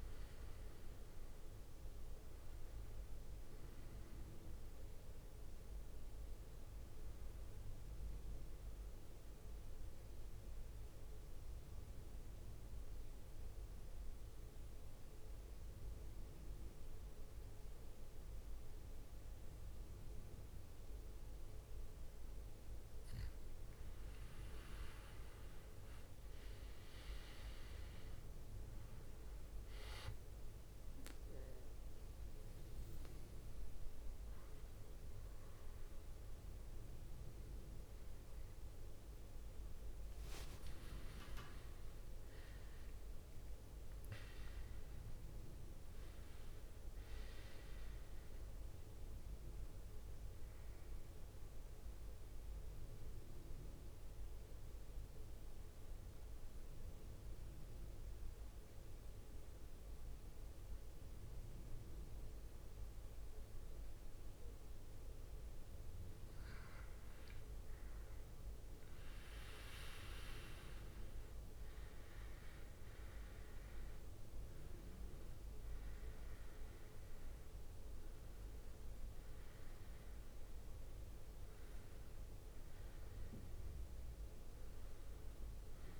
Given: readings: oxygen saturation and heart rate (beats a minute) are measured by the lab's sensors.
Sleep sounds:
breathing in sleep, hard to hear, by a room microphone; 2
0.00-11.50 s: oxygen desaturation (device-marked, oxygen 91% lowest, heart rate 56 extreme)
9.00-22.00 s: central apnea (oxygen 97% before, 93% lowest, heart rate 67 before, 56 extreme, up 12 after)
24.00-27.50 s: arousal
30.50-44.50 s: oxygen desaturation (device-marked, oxygen 98% before, 94% lowest, heart rate 59 before, 54 extreme)
40.00-42.00 s: long interval between heartbeats (device-marked, heart rate 62 before, 69 extreme)
40.50-45.00 s: arousal
40.50-53.50 s: drop in pulse transit time (device-marked, heart rate 62 before, 62 extreme)
51.00-66.00 s: central apnea (oxygen 98% before, 93% lowest, heart rate 67 before, 54 extreme, up 16 after)
68.50-86.00 s: oxygen desaturation (device-marked, oxygen 98% before, 93% lowest, heart rate 60 before, 55 extreme)
69.00-74.00 s: arousal
From the record:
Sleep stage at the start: N2 (light sleep); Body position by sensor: on the back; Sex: male

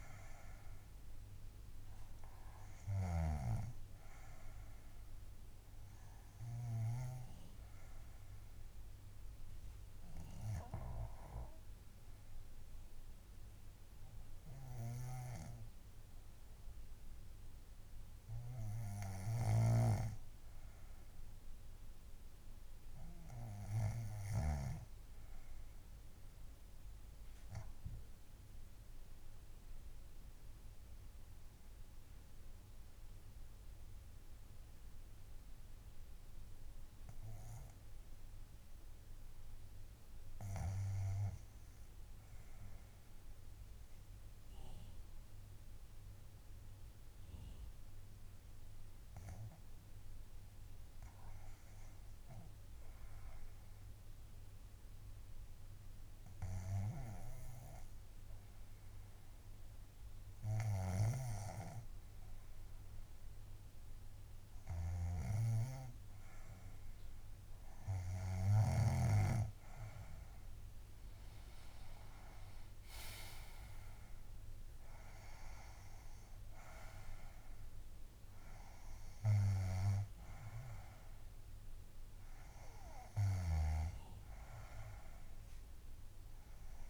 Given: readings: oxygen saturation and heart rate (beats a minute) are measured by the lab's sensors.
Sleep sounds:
breathing in sleep by a room microphone; 1
0.00-3.50 s: oxygen desaturation (device-marked, oxygen 85% lowest, heart rate 63 extreme)
0.00-25.00 s: snoring (device-marked)
8.00-65.50 s: hypopnea (oxygen 99% before, 85% lowest, heart rate 69 before, 62 extreme, up 8 after)
25.50-67.50 s: oxygen desaturation (device-marked, oxygen 98% before, 86% lowest, heart rate 65 before, 64 extreme)
61.00-69.50 s: snoring (device-marked)
68.00-72.50 s: arousal
69.50-79.50 s: oxygen desaturation (device-marked, oxygen 90% before, 85% lowest, heart rate 71 before, 62 extreme)
83.50-86.90 s: snoring (device-marked)
From the record:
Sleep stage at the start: N2 (light sleep); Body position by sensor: on the back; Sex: female

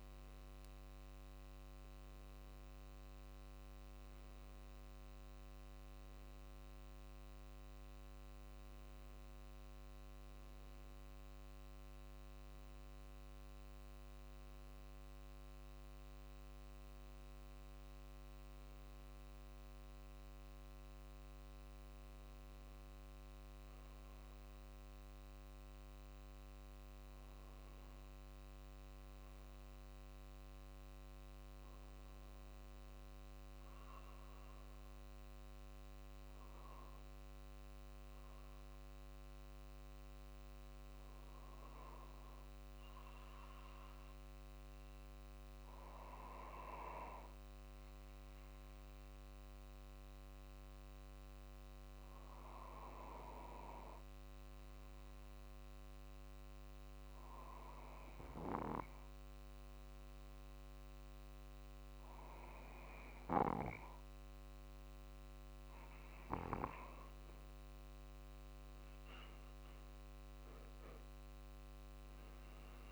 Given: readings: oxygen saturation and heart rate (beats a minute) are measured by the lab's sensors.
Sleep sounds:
breathing in sleep by a microphone on the trachea; 1
13.00-37.00 s: oxygen desaturation (device-marked, oxygen 96% before, 91% lowest, heart rate 49 before, 46 extreme)
29.50-64.50 s: obstructive apnea (oxygen 96% before, 91% lowest, heart rate 48 before, 46 extreme, up 3 after)
66.50-69.00 s: arousal
68.00-72.91 s: drop in pulse transit time (device-marked, heart rate 48 before, 46 extreme)
From the record:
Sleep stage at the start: REM sleep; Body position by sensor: on the back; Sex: male

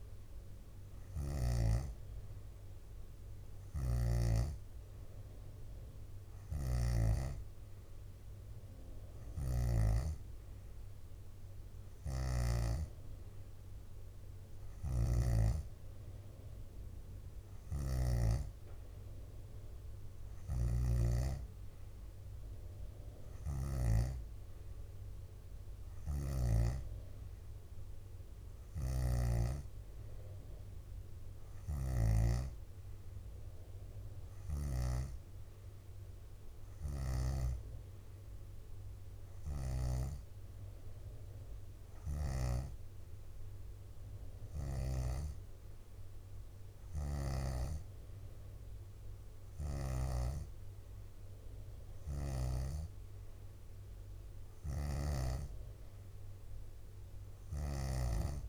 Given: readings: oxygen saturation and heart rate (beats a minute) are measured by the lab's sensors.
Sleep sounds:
breathing in sleep by a room microphone; none
0.00-2.00 s: leg movement (device-marked)
3.50-10.00 s: snoring (device-marked)
6.50-58.49 s: new sleep stage, N3 (deep sleep)
12.00-15.50 s: snoring (device-marked)
17.50-24.00 s: snoring (device-marked)
28.50-35.00 s: snoring (device-marked)
47.00-52.50 s: snoring (device-marked)
54.50-58.49 s: snoring (device-marked)
From the record:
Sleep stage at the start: N2 (light sleep); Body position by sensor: on the back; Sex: female

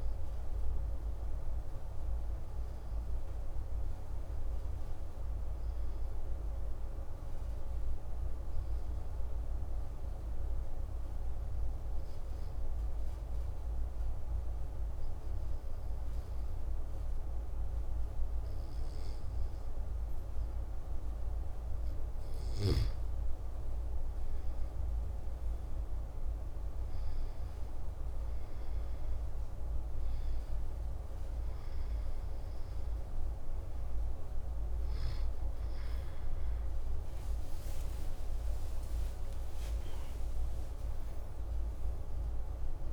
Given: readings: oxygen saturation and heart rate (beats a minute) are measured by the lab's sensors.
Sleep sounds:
breathing in sleep, hard to hear, by a room microphone; 1
7.50-22.00 s: obstructive apnea (oxygen 95% before, 95% lowest)
36.00-42.00 s: arousal
From the record:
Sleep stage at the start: N2 (light sleep); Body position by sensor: on the back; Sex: male

